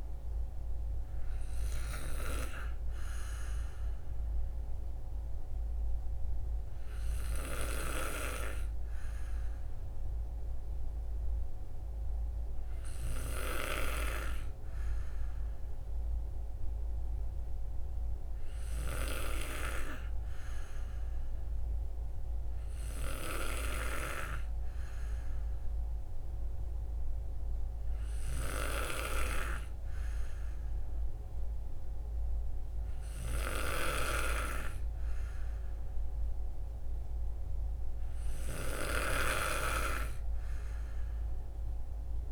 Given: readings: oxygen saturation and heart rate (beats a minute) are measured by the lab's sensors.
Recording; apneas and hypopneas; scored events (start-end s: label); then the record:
breathing in sleep by a room microphone; none
none scored
From the record:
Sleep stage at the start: N2 (light sleep); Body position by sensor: on the back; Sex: male